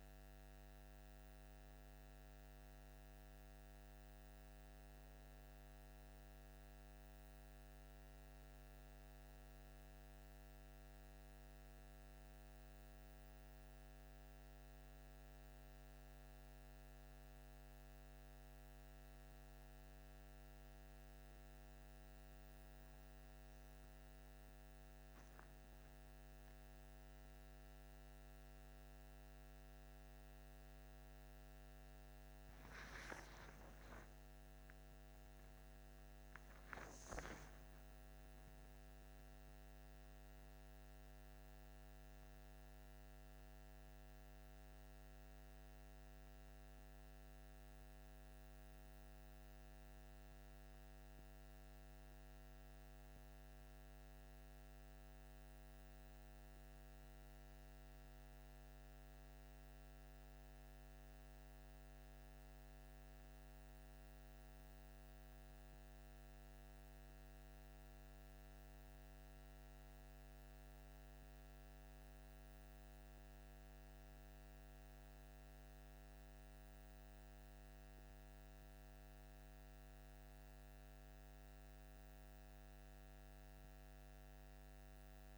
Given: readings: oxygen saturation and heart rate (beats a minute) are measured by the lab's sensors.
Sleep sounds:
breathing in sleep, hard to hear, by a microphone on the trachea; none
34.00-37.50 s: arousal
From the record:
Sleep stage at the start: N2 (light sleep); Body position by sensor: on the left side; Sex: male

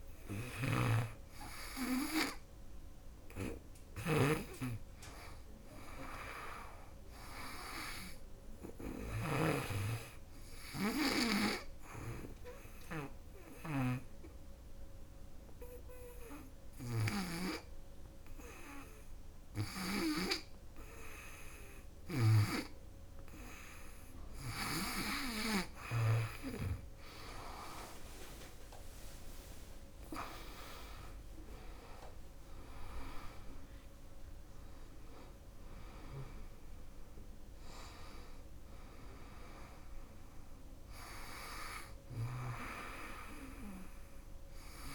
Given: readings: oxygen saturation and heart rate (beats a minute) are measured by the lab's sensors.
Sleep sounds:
breathing in sleep by a room microphone; 1
0.00-5.50 s: oxygen desaturation (device-marked, oxygen 87% lowest, heart rate 70 extreme)
0.00-25.50 s: snoring (device-marked)
4.50-7.50 s: arousal
11.00-22.50 s: hypopnea (oxygen 100% before, 93% lowest, heart rate 96 before, 70 extreme, up 14 after)
25.00-30.00 s: arousal
26.50-44.95 s: oxygen desaturation (device-marked, oxygen 98% before, 93% lowest, heart rate 82 before, 68 extreme)
From the record:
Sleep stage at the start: N2 (light sleep); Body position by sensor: on the back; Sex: female

